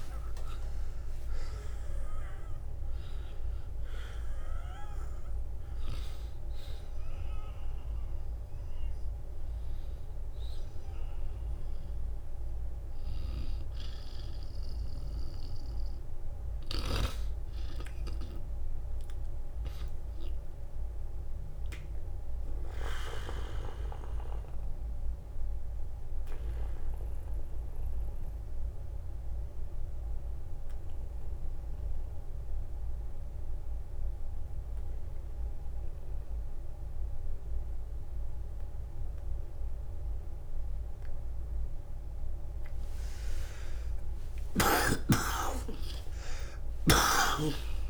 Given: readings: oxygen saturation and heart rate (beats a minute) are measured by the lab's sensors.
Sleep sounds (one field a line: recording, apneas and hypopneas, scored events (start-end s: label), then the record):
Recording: breathing in sleep by a room microphone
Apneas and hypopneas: 1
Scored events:
0.00-3.50 s: arousal
0.00-13.50 s: oxygen desaturation (device-marked, oxygen 92% lowest, heart rate 52 extreme)
15.50-36.50 s: oxygen desaturation (device-marked, oxygen 93% before, 86% lowest, heart rate 60 before, 47 extreme)
17.00-20.50 s: arousal
22.50-42.00 s: obstructive apnea (oxygen 95% before, 86% lowest, heart rate 63 before, 47 extreme, up 30 after)
42.50-47.89 s: new sleep stage, N1 (lightest sleep)
43.00-47.89 s: arousal
46.50-47.89 s: long interval between heartbeats (device-marked, heart rate 54 before, 66 extreme)
From the record:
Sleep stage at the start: N2 (light sleep)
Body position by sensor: on the back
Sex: male